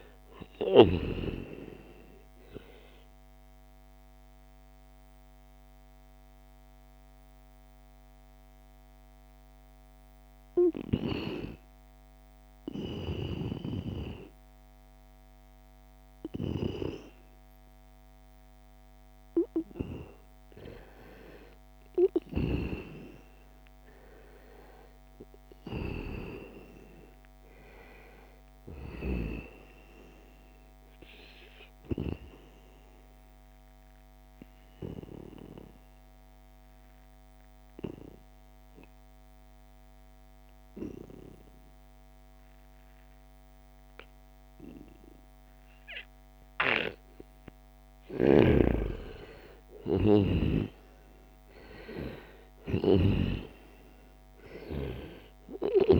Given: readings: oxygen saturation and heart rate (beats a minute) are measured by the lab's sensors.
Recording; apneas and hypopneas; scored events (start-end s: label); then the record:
breathing in sleep by a microphone on the trachea; 2
0.50-11.50 s: oxygen desaturation (device-marked, oxygen 94% before, 91% lowest, heart rate 81 before, 76 extreme)
3.50-18.50 s: mixed apnea (oxygen 96% before, 91% lowest, heart rate 84 before, 73 extreme, up 0 after)
20.00-25.00 s: arousal
31.00-47.00 s: obstructive apnea (oxygen 98% before, 91% lowest, heart rate 77 before, 72 extreme, up 1 after)
47.50-56.00 s: snoring (device-marked)
49.50-53.50 s: arousal
53.50-56.00 s: oxygen desaturation (device-marked, oxygen 96% before, 91% lowest, heart rate 74 before, 67 extreme)
From the record:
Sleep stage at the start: N2 (light sleep); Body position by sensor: on the right side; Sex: male